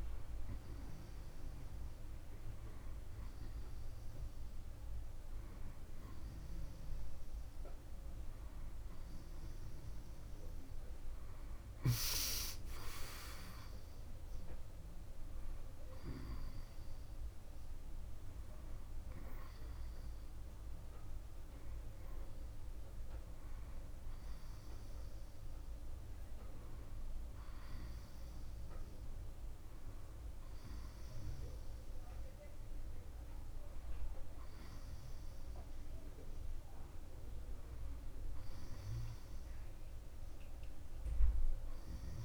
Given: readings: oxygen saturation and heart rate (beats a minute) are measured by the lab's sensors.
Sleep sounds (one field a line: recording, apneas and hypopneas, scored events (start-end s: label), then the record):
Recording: breathing in sleep, hard to hear, by a room microphone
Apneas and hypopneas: none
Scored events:
7.50-13.00 s: arousal
From the record:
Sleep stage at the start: N1 (lightest sleep)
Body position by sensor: on the back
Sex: male